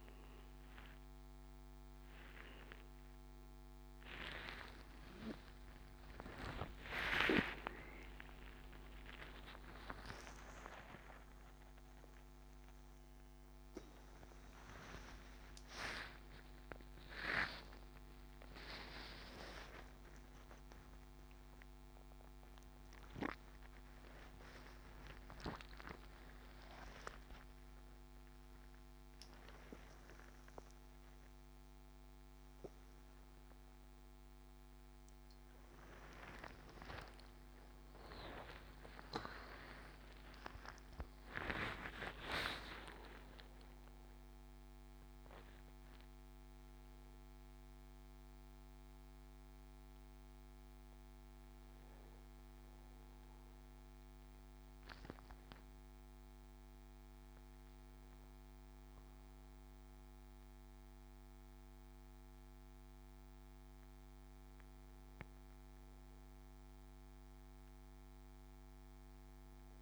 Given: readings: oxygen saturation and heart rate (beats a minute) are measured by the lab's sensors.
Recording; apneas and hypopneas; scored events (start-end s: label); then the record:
a person awake in a sleep study, by a microphone on the trachea; none
0.00-20.50 s: oxygen desaturation (device-marked, oxygen 93% lowest, heart rate 75 extreme)
4.50-10.50 s: tachycardia (device-marked, heart rate 71 before, 109 extreme)
7.00-9.00 s: long interval between heartbeats (device-marked, heart rate 75 before, 91 extreme)
35.50-40.50 s: tachycardia (device-marked, heart rate 72 before, 108 extreme)
37.50-39.50 s: long interval between heartbeats (device-marked, heart rate 86 before, 100 extreme)
59.50-69.82 s: new sleep stage, N1 (lightest sleep)
From the record:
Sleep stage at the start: awake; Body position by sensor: on the back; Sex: male